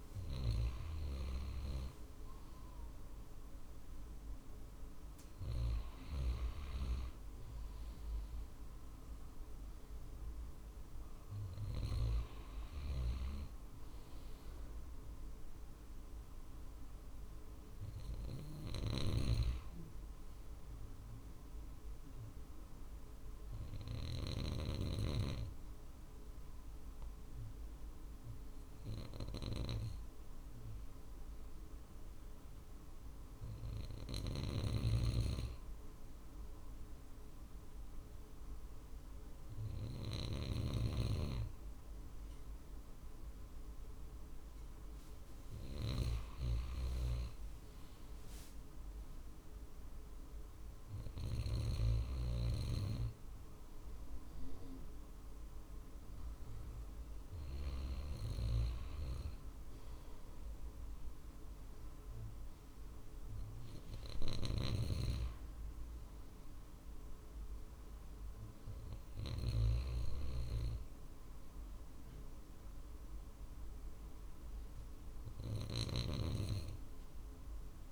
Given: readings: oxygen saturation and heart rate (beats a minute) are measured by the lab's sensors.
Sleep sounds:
breathing in sleep by a room microphone; 1
2.50-30.50 s: drop in pulse transit time (device-marked, heart rate 50 before, 50 extreme)
18.00-24.00 s: snoring (device-marked)
21.50-34.50 s: hypopnea (oxygen 95% before, 93% lowest, heart rate 51 before, 49 extreme, up 1 after)
34.00-40.50 s: snoring (device-marked)
37.50-41.00 s: arousal
49.50-62.50 s: drop in pulse transit time (device-marked, heart rate 50 before, 49 extreme)
75.00-77.92 s: snoring (device-marked)
From the record:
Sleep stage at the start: N2 (light sleep); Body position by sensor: on the right side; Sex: male

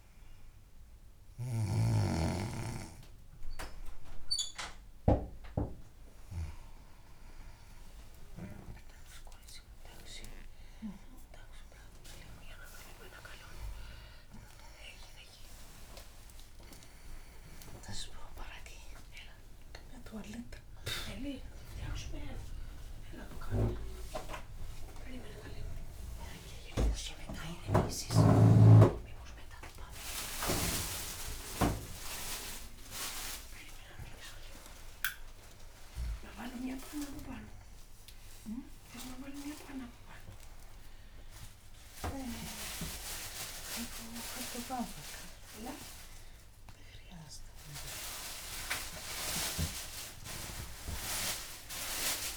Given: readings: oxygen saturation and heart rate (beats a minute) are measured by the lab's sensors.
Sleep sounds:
a person awake in a sleep study, by a room microphone; none
0.00-2.00 s: snoring (device-marked)
8.00-10.00 s: long interval between heartbeats (device-marked, heart rate 69 before, 82 extreme)
16.50-18.50 s: long interval between heartbeats (device-marked, heart rate 79 before, 94 extreme)
20.50-22.50 s: long interval between heartbeats (device-marked, heart rate 84 before, 102 extreme)
23.00-25.00 s: long interval between heartbeats (device-marked, heart rate 92 before, 135 extreme)
40.00-42.00 s: long interval between heartbeats (device-marked, heart rate 113 before, 106 extreme)
From the record:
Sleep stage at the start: awake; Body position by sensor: on the back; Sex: female

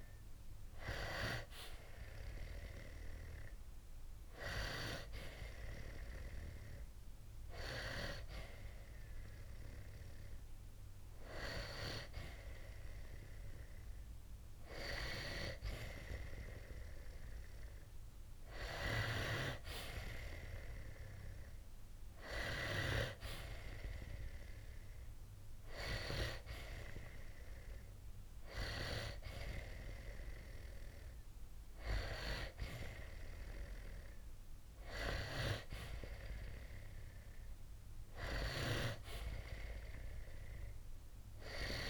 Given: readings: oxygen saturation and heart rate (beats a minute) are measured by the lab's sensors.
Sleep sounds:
breathing in sleep by a room microphone; 1
0.00-1.00 s: arousal
5.00-15.00 s: hypopnea (oxygen 91% before, 89% lowest, heart rate 62 before, 60 extreme, up 5 after)
17.50-21.00 s: arousal
From the record:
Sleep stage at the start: N2 (light sleep); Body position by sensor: on the back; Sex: male

